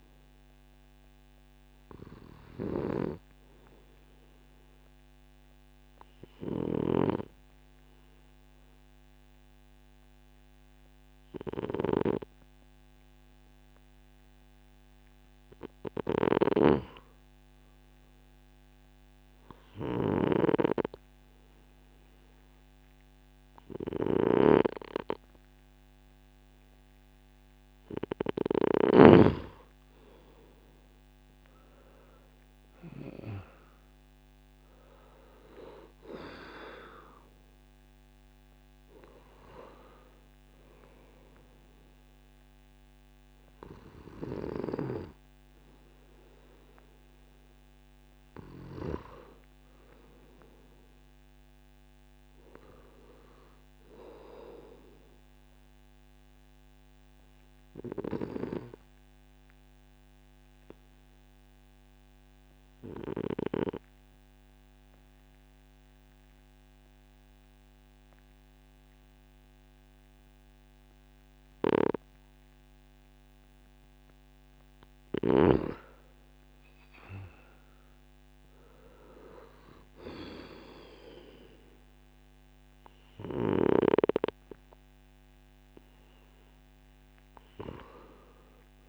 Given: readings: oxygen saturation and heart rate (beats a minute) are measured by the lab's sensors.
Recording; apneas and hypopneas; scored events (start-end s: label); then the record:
breathing in sleep by a microphone on the trachea; 2
2.00-15.00 s: obstructive apnea (oxygen 96% before, 92% lowest)
17.50-21.00 s: arousal
57.00-73.00 s: obstructive apnea (oxygen 95% before, 91% lowest)
75.50-80.00 s: arousal
From the record:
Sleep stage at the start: N2 (light sleep); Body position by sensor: on the right side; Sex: male